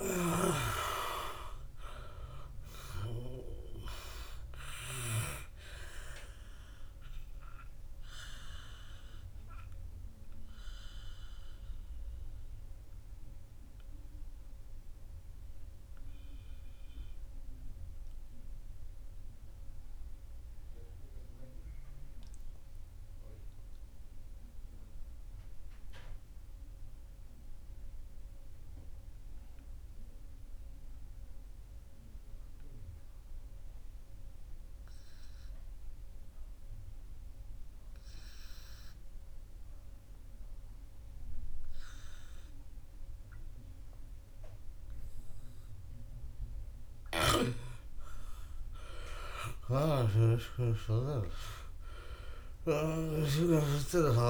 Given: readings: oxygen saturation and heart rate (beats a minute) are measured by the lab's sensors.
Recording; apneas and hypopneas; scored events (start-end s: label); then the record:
breathing in sleep by a room microphone; 1
0.00-1.00 s: arousal
10.00-33.00 s: oxygen desaturation (device-marked, oxygen 98% before, 87% lowest, heart rate 61 before, 52 extreme)
11.00-45.50 s: mixed apnea (oxygen 98% before, 83% lowest, heart rate 62 before, 52 extreme, up 5 after)
47.50-54.00 s: snoring (device-marked)
48.00-52.50 s: arousal
From the record:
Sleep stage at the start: N2 (light sleep); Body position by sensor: on the right side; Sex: male